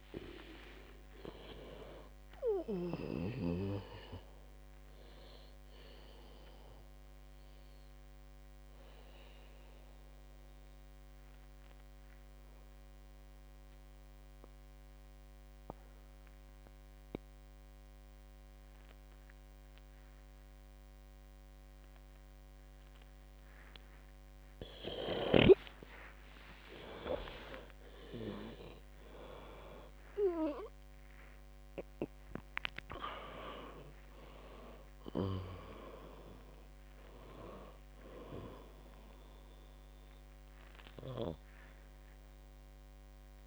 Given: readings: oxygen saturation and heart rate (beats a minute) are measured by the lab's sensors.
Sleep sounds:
breathing in sleep by a microphone on the trachea; 1
0.00-4.00 s: snoring (device-marked)
0.00-13.00 s: oxygen desaturation (device-marked, oxygen 93% lowest, heart rate 55 extreme)
6.50-26.00 s: mixed apnea (oxygen 98% before, 90% lowest, heart rate 70 before, 55 extreme, up 27 after)
27.50-33.00 s: arousal
35.00-43.46 s: oxygen desaturation (device-marked, oxygen 97% before, 91% lowest, heart rate 67 before, 55 extreme)
From the record:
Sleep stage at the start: N2 (light sleep); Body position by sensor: on the back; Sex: female

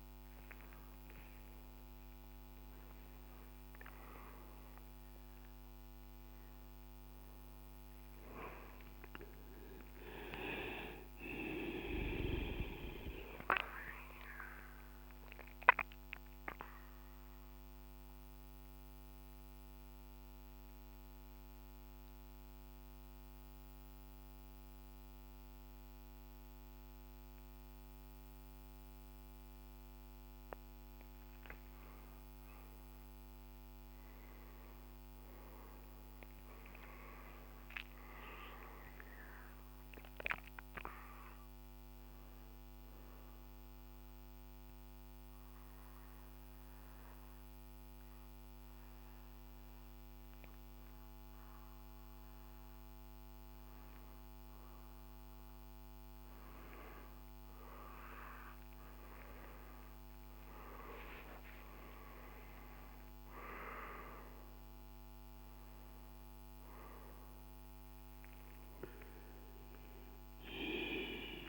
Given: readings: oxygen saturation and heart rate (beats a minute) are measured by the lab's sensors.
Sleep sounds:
breathing in sleep by a microphone on the trachea; 2
0.00-4.50 s: oxygen desaturation (device-marked, oxygen 93% lowest, heart rate 61 extreme)
9.00-12.50 s: arousal
14.50-30.50 s: central apnea (oxygen 97% before, 90% lowest, heart rate 81 before, 61 extreme, up 15 after)
32.50-36.00 s: arousal
32.50-53.50 s: oxygen desaturation (device-marked, oxygen 99% before, 90% lowest, heart rate 74 before, 65 extreme)
42.50-53.00 s: obstructive apnea (oxygen 99% before, 90% lowest, heart rate 69 before, 65 extreme, up 8 after)
57.50-61.00 s: arousal
58.50-71.49 s: oxygen desaturation (device-marked, oxygen 98% before, 93% lowest, heart rate 72 before, 59 extreme)
68.50-71.49 s: new sleep stage, N1 (lightest sleep)
From the record:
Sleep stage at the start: N2 (light sleep); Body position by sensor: on the back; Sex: male

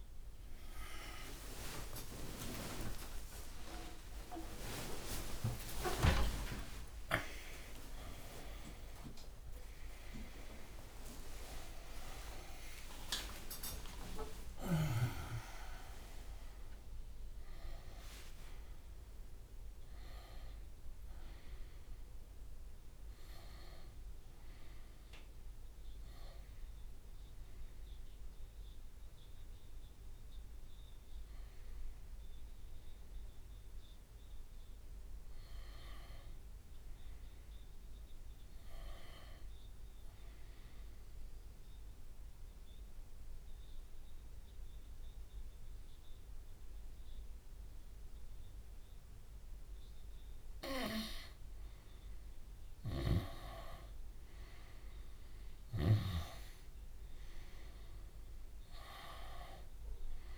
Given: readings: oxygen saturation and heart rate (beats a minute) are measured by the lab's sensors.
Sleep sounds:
a person partly awake in a sleep study, by a room microphone; 1
0.00-10.00 s: oxygen desaturation (device-marked, oxygen 77% lowest)
0.00-16.00 s: tachycardia (device-marked)
1.00-3.00 s: long interval between heartbeats (device-marked)
4.00-6.00 s: long interval between heartbeats (device-marked)
5.00-15.00 s: drop in pulse transit time (device-marked)
6.50-8.50 s: long interval between heartbeats (device-marked, heart rate 36 before, 169 extreme)
8.50-10.50 s: long interval between heartbeats (device-marked, heart rate 53 before, 204 extreme)
11.50-13.50 s: long interval between heartbeats (device-marked)
15.50-17.50 s: long interval between heartbeats (device-marked, heart rate 128 before, 160 extreme)
19.50-21.50 s: long interval between heartbeats (device-marked, heart rate 158 before, 99 extreme)
23.00-25.00 s: long interval between heartbeats (device-marked, heart rate 164 before, 46 extreme)
24.00-54.00 s: new sleep stage, N1 (lightest sleep)
35.00-37.00 s: long interval between heartbeats (device-marked)
41.00-52.00 s: obstructive apnea (oxygen 100% before, 89% lowest)
43.50-45.50 s: long interval between heartbeats (device-marked)
45.00-60.38 s: oxygen desaturation (device-marked, oxygen 100% before, 89% lowest)
46.00-48.00 s: long interval between heartbeats (device-marked)
48.00-50.00 s: long interval between heartbeats (device-marked)
53.00-56.50 s: snoring (device-marked)
53.50-58.00 s: arousal
54.00-60.38 s: new sleep stage, N2 (light sleep)
58.50-60.38 s: long interval between heartbeats (device-marked)
From the record:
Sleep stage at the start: awake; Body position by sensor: on the left side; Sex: male

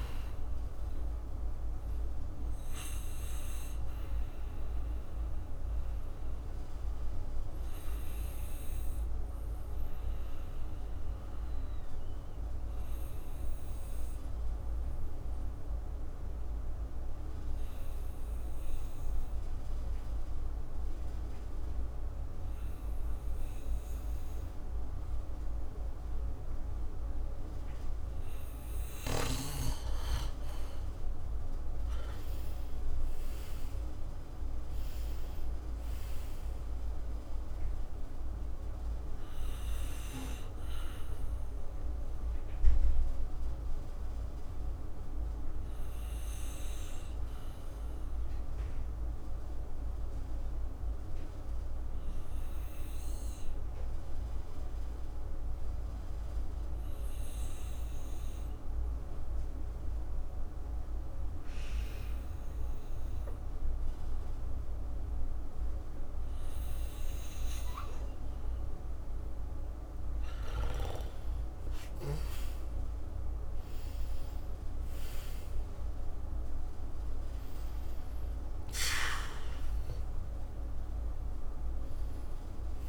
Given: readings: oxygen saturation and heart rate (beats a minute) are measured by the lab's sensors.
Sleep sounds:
breathing in sleep, hard to hear, by a room microphone; 2
3.00-22.00 s: oxygen desaturation (device-marked, oxygen 97% before, 91% lowest, heart rate 57 before, 54 extreme)
3.00-28.00 s: obstructive apnea (oxygen 97% before, 90% lowest, heart rate 57 before, 53 extreme, up 4 after)
30.50-35.50 s: arousal
40.00-68.00 s: obstructive apnea (oxygen 98% before, 90% lowest, heart rate 59 before, 53 extreme, up 5 after)
48.00-61.00 s: oxygen desaturation (device-marked, oxygen 96% before, 90% lowest, heart rate 58 before, 56 extreme)
71.00-75.50 s: arousal
From the record:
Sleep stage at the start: N2 (light sleep); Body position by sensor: on the back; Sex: male

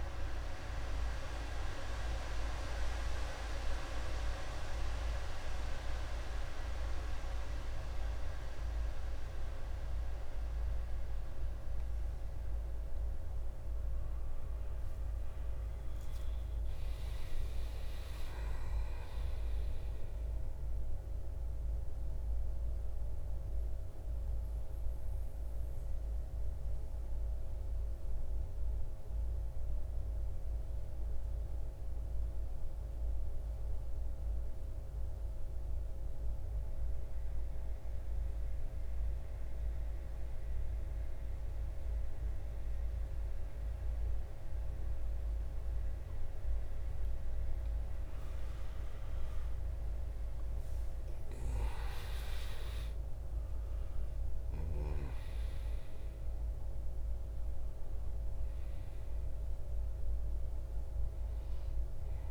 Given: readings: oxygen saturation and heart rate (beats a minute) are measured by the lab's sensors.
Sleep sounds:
breathing in sleep by a room microphone; 1
0.00-15.00 s: oxygen desaturation (device-marked, oxygen 86% lowest, heart rate 50 extreme)
16.50-20.00 s: arousal
21.50-47.00 s: mixed apnea (oxygen 98% before, 87% lowest, heart rate 57 before, 50 extreme, up 14 after)
49.00-62.31 s: oxygen desaturation (device-marked, oxygen 98% before, 87% lowest, heart rate 53 before, 48 extreme)
50.00-54.00 s: arousal
From the record:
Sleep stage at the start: N2 (light sleep); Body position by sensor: on the back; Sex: male

